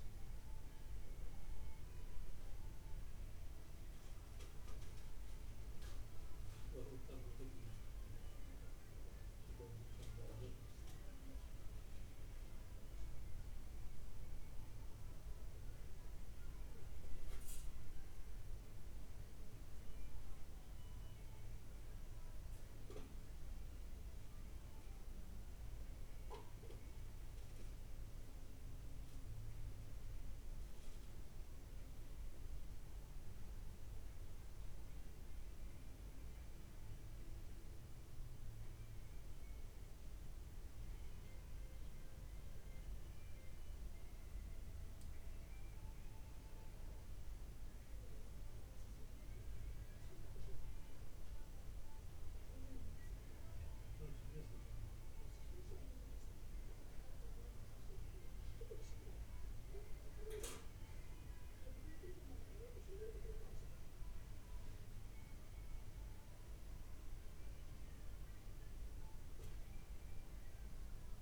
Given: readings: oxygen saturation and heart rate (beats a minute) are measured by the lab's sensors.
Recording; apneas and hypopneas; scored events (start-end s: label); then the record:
a person awake in a sleep study, by a room microphone; none
none scored
From the record:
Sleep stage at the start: awake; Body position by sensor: on the back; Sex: male